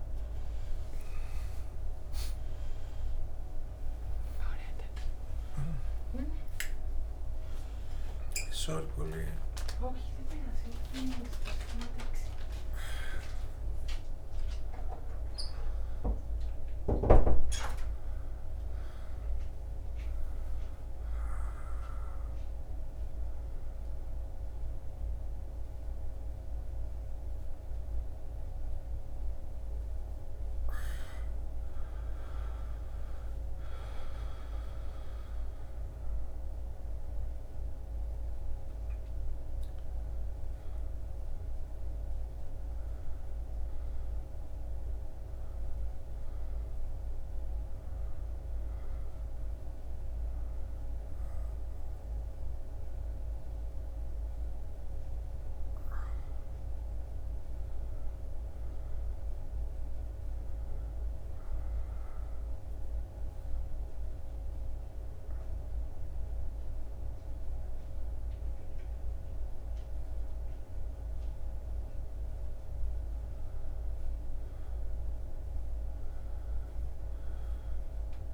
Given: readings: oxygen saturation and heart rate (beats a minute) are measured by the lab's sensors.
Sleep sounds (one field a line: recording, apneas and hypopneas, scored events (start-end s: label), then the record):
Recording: a person awake in a sleep study, by a room microphone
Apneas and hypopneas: 1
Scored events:
46.50-76.50 s: new sleep stage, N1 (lightest sleep)
60.50-72.50 s: obstructive apnea (oxygen 99% before, 95% lowest, heart rate 80 before, 75 extreme, up 1 after)
76.50-78.34 s: arousal
76.50-78.34 s: new sleep stage, N2 (light sleep)
From the record:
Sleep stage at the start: awake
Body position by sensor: on the back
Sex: male